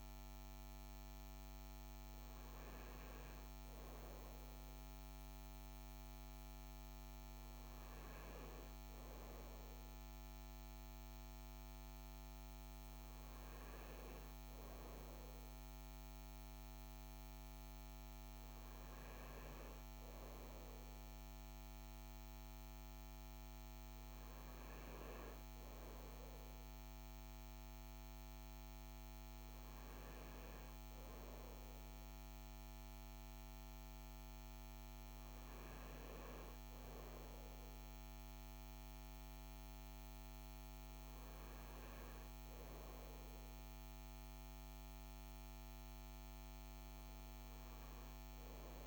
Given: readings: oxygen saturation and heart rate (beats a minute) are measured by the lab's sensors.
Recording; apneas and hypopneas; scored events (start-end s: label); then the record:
breathing in sleep, hard to hear, by a microphone on the trachea; none
none scored
From the record:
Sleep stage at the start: N2 (light sleep); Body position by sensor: on the front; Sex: male